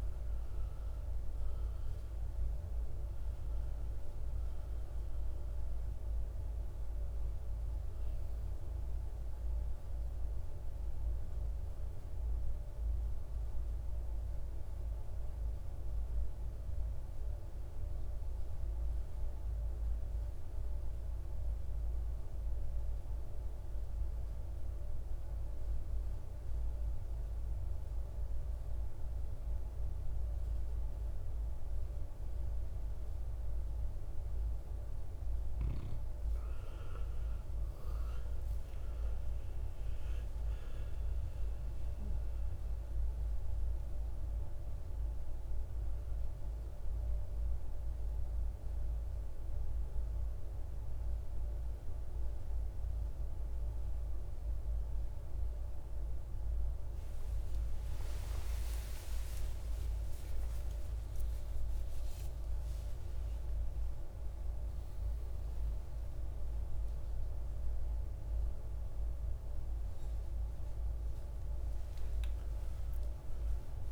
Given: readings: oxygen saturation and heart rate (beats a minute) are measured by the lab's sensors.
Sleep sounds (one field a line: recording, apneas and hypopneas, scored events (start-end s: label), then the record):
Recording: a person partly awake in a sleep study, hard to hear, by a room microphone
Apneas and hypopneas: 1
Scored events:
2.50-19.50 s: oxygen desaturation (device-marked, oxygen 98% before, 93% lowest, heart rate 57 before, 56 extreme)
13.50-35.00 s: obstructive apnea (oxygen 98% before, 88% lowest, heart rate 61 before, 56 extreme, up 14 after)
35.50-66.50 s: oxygen desaturation (device-marked, oxygen 97% before, 88% lowest, heart rate 58 before, 60 extreme)
45.50-73.92 s: new sleep stage, awake
From the record:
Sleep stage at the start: N2 (light sleep)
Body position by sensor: on the right side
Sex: male